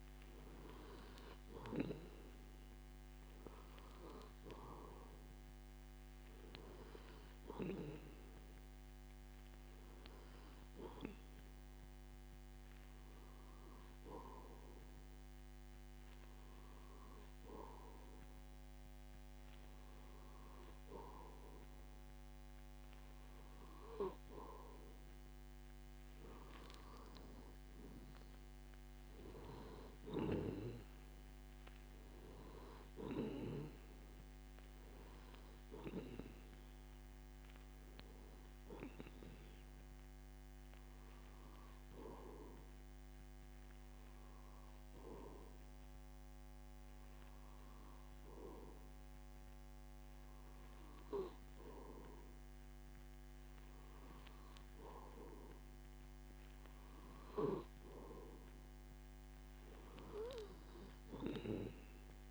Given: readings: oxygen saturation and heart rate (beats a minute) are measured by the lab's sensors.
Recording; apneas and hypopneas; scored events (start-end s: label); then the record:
breathing in sleep by a microphone on the trachea; 1
27.50-32.00 s: arousal
40.00-54.50 s: hypopnea (oxygen 92% before, 91% lowest)
55.00-58.50 s: arousal
From the record:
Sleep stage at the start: N2 (light sleep); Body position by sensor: on the back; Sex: male